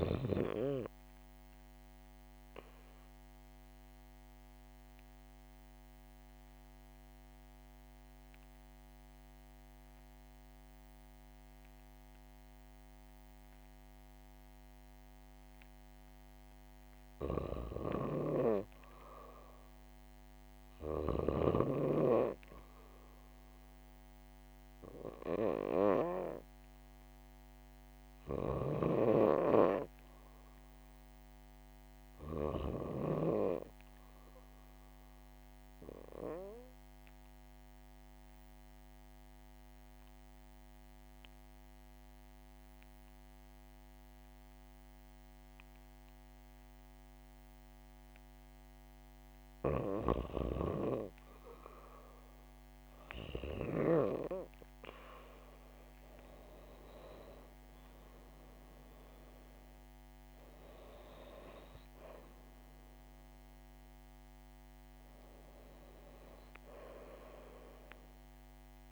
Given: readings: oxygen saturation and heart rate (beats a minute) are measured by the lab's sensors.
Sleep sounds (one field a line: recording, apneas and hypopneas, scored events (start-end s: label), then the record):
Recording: breathing in sleep by a microphone on the trachea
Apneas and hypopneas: 2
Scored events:
3.50-16.50 s: obstructive apnea (oxygen 99% before, 91% lowest, heart rate 70 before, 66 extreme, up 2 after)
18.50-22.50 s: arousal
31.50-42.50 s: oxygen desaturation (device-marked, oxygen 98% before, 95% lowest, heart rate 69 before, 66 extreme)
37.00-49.50 s: obstructive apnea (oxygen 98% before, 91% lowest, heart rate 68 before, 66 extreme, up 3 after)
50.50-68.92 s: oxygen desaturation (device-marked, oxygen 97% before, 91% lowest, heart rate 67 before, 64 extreme)
58.50-63.50 s: arousal
From the record:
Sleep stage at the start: REM sleep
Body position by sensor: on the back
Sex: female